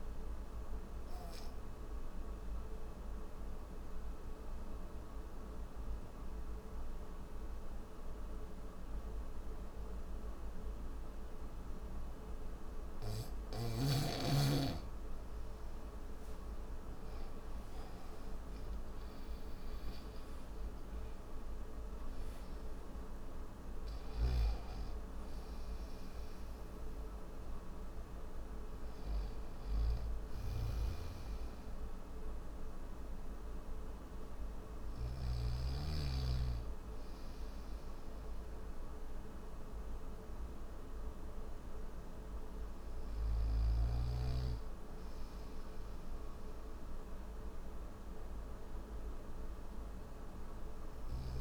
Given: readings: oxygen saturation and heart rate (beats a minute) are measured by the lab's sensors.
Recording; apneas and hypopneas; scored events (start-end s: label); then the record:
breathing in sleep, hard to hear, by a room microphone; none
30.00-34.50 s: snoring (device-marked)
36.50-45.50 s: oxygen desaturation (device-marked, oxygen 96% before, 93% lowest, heart rate 73 before, 62 extreme)
From the record:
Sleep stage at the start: N1 (lightest sleep); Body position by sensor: on the back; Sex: male